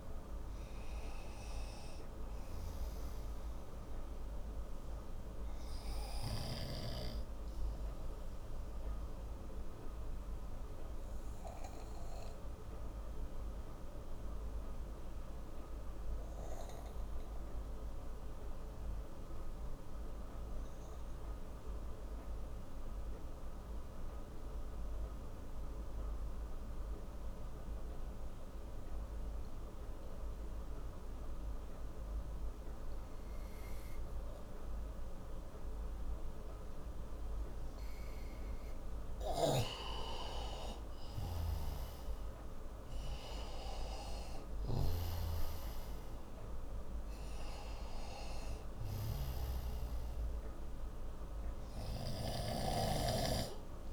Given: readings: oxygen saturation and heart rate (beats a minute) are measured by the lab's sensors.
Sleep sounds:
breathing in sleep by a room microphone; 1
0.00-18.50 s: oxygen desaturation (device-marked, oxygen 88% lowest)
8.50-38.50 s: obstructive apnea (oxygen 97% before, 88% lowest)
35.50-53.93 s: oxygen desaturation (device-marked, oxygen 98% before, 90% lowest)
39.00-45.50 s: snoring (device-marked)
40.50-45.50 s: arousal
From the record:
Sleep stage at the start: N2 (light sleep); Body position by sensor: on the right side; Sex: male

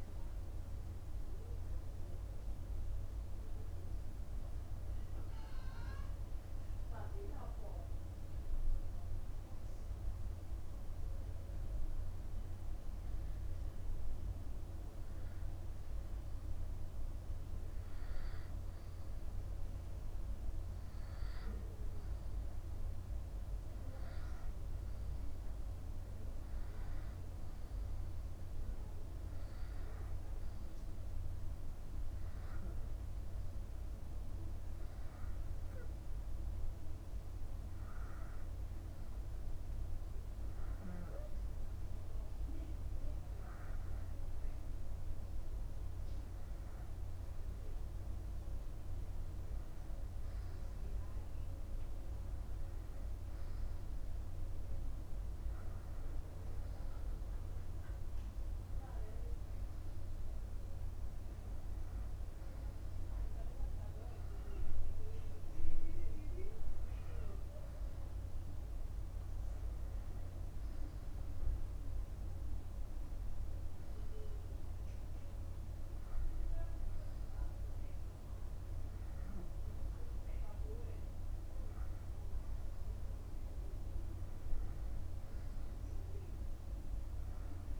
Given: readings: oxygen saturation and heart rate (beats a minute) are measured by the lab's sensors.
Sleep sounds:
breathing in sleep, hard to hear, by a room microphone; none
none scored
From the record:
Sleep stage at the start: N2 (light sleep); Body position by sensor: upright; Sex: male

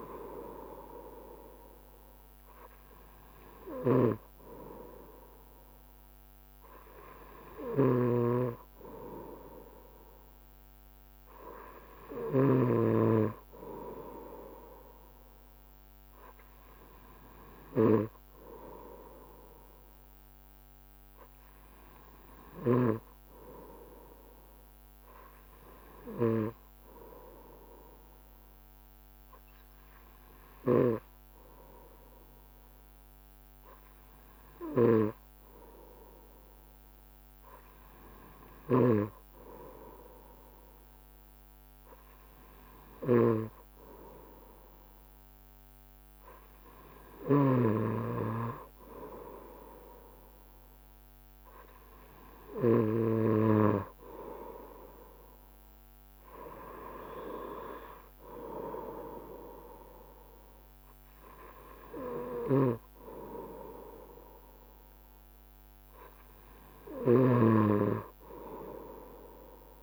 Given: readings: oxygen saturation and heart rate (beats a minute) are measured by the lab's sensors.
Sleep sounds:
breathing in sleep by a microphone on the trachea; 1
8.00-13.00 s: snoring (device-marked)
22.50-46.00 s: obstructive apnea (oxygen 96% before, 94% lowest, heart rate 69 before, 69 extreme, up 0 after)
38.50-48.00 s: snoring (device-marked)
48.50-51.50 s: arousal
62.50-69.83 s: snoring (device-marked)
From the record:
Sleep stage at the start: N2 (light sleep); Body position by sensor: on the right side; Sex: male

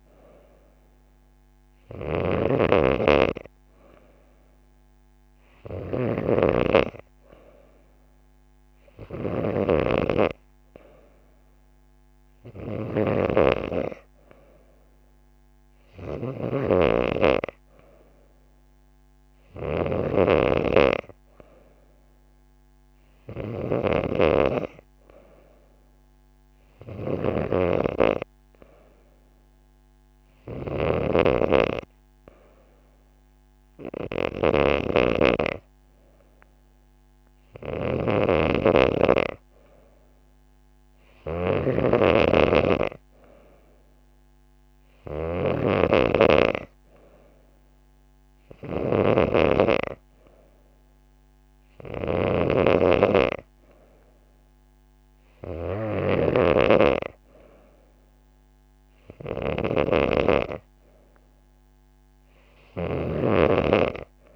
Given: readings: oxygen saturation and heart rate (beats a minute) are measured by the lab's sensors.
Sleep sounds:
breathing in sleep by a microphone on the trachea; none
none scored
From the record:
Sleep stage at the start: N2 (light sleep); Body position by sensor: on the back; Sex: female

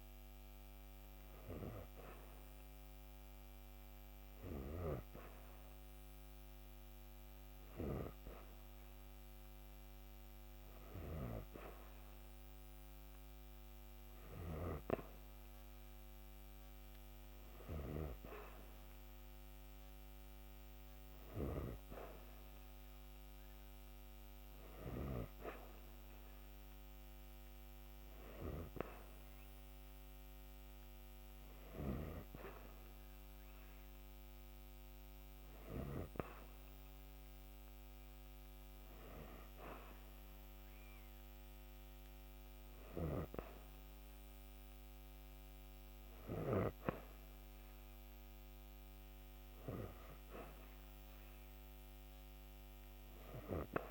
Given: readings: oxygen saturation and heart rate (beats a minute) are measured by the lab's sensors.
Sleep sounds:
breathing in sleep by a microphone on the trachea; none
none scored
From the record:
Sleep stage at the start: N3 (deep sleep); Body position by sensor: on the back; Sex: female

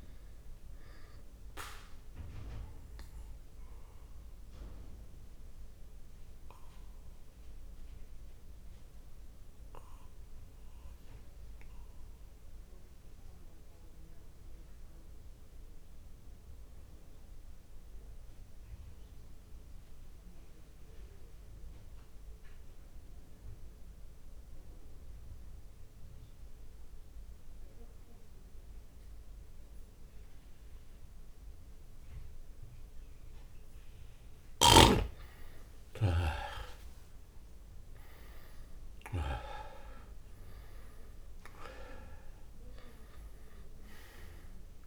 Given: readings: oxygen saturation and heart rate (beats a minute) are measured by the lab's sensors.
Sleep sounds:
breathing in sleep by a room microphone; 1
3.00-32.50 s: mixed apnea (oxygen 98% before, 88% lowest)
11.50-24.50 s: oxygen desaturation (device-marked, oxygen 97% before, 93% lowest)
35.50-40.00 s: arousal
38.50-44.86 s: oxygen desaturation (device-marked, oxygen 98% before, 88% lowest)
From the record:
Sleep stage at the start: N2 (light sleep); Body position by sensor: on the back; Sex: male

